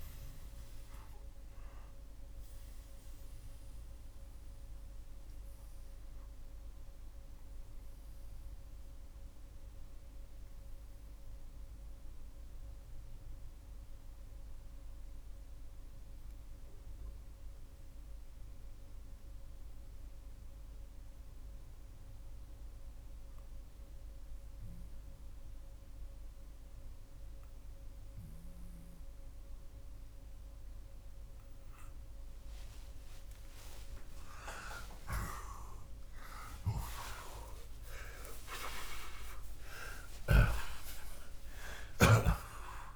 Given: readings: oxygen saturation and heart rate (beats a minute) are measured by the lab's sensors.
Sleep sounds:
breathing in sleep by a room microphone; 1
0.00-30.50 s: oxygen desaturation (device-marked, oxygen 78% lowest)
2.50-32.50 s: obstructive apnea (oxygen 92% before, 78% lowest, heart rate 79 before, 27 extreme)
34.00-39.50 s: arousal
39.50-42.96 s: snoring (device-marked)
From the record:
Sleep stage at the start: N2 (light sleep); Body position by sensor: on the left side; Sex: male

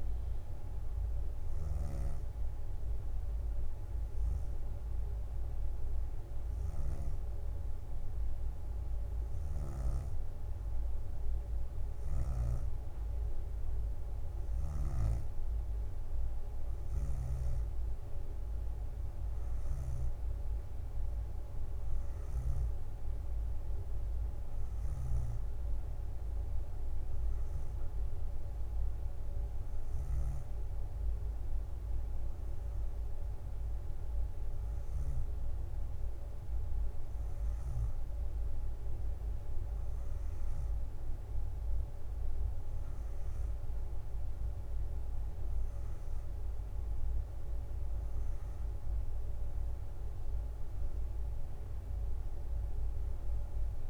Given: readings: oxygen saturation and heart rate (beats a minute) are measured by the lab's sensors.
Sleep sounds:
breathing in sleep, hard to hear, by a room microphone; none
2.50-4.50 s: bradycardia (device-marked, heart rate 62 before, 62 extreme)
7.50-9.50 s: bradycardia (device-marked, heart rate 62 before, 61 extreme)
12.00-17.50 s: snoring (device-marked)
20.50-27.50 s: drop in pulse transit time (device-marked, heart rate 61 before, 60 extreme)
25.00-30.50 s: snoring (device-marked)
37.50-53.50 s: drop in pulse transit time (device-marked, heart rate 63 before, 63 extreme)
49.00-52.00 s: leg movement (device-marked)
50.50-53.90 s: arousal
From the record:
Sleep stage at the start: N2 (light sleep); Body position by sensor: on the back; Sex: female

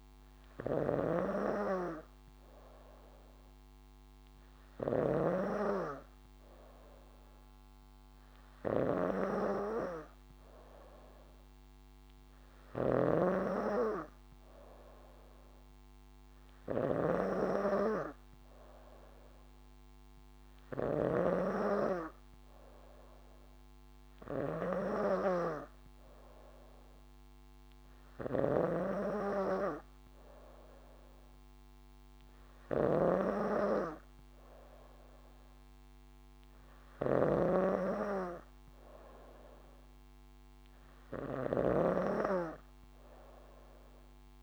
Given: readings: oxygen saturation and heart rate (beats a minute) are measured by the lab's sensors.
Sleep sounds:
breathing in sleep by a microphone on the trachea; none
0.00-5.50 s: snoring (device-marked)
13.00-42.50 s: snoring (device-marked)
From the record:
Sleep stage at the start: N3 (deep sleep); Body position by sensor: on the back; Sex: female

